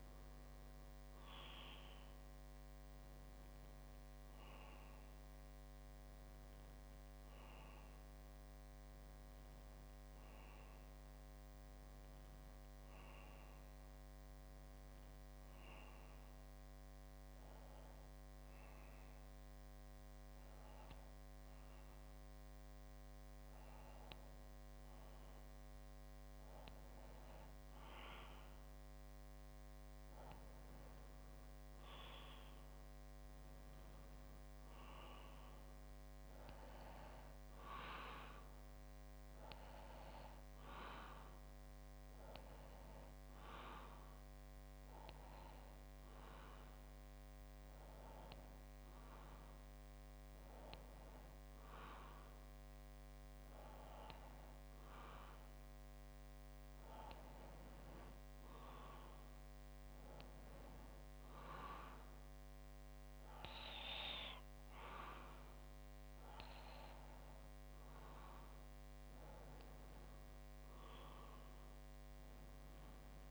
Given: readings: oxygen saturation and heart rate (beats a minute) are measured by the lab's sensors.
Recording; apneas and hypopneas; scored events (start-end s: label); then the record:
breathing in sleep by a microphone on the trachea; 2
15.50-26.50 s: obstructive apnea (oxygen 95% before, 93% lowest, heart rate 64 before, 62 extreme, up 3 after)
31.50-36.00 s: arousal
45.00-56.00 s: hypopnea (oxygen 95% before, 93% lowest, heart rate 64 before, 62 extreme, up 2 after)
61.00-65.00 s: arousal
From the record:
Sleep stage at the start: REM sleep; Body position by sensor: on the back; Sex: male